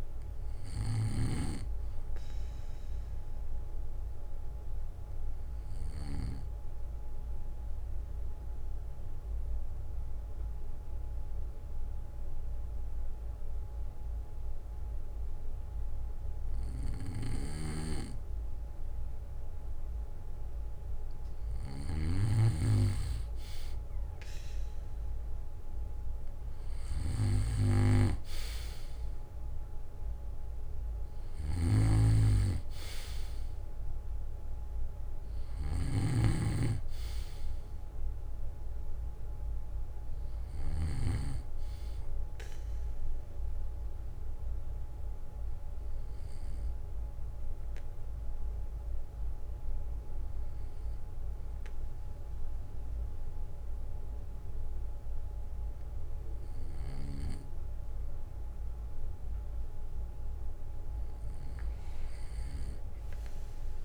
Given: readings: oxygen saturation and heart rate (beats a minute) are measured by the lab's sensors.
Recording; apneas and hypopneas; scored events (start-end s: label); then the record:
breathing in sleep by a room microphone; 2
2.50-17.50 s: obstructive apnea (oxygen 97% before, 94% lowest, heart rate 66 before, 56 extreme, up 10 after)
8.50-10.50 s: bradycardia (device-marked, heart rate 63 before, 57 extreme)
23.50-27.00 s: arousal
31.00-36.00 s: snoring (device-marked)
41.50-43.50 s: bradycardia (device-marked, heart rate 63 before, 59 extreme)
44.50-59.50 s: obstructive apnea (oxygen 97% before, 94% lowest, heart rate 63 before, 57 extreme, up 10 after)
From the record:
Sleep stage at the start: N2 (light sleep); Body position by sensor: on the back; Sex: male